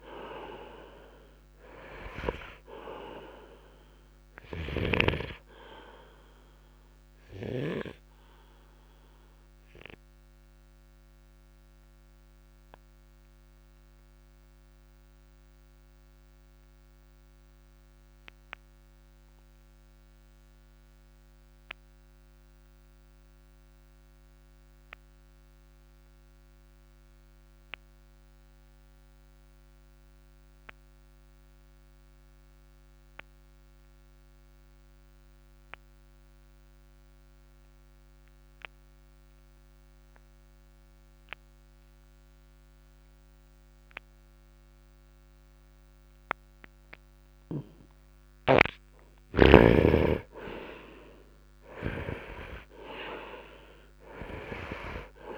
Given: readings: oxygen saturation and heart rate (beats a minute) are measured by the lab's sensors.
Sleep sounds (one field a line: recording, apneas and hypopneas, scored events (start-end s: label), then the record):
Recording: breathing in sleep by a microphone on the trachea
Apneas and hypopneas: 1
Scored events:
0.00-25.50 s: oxygen desaturation (device-marked, oxygen 73% lowest, heart rate 50 extreme)
8.00-48.50 s: obstructive apnea (oxygen 96% before, 72% lowest, heart rate 58 before, 51 extreme, up 7 after)
33.50-55.38 s: oxygen desaturation (device-marked, oxygen 99% before, 72% lowest, heart rate 66 before, 51 extreme)
51.00-54.50 s: arousal
From the record:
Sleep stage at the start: N2 (light sleep)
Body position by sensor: on the right side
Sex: male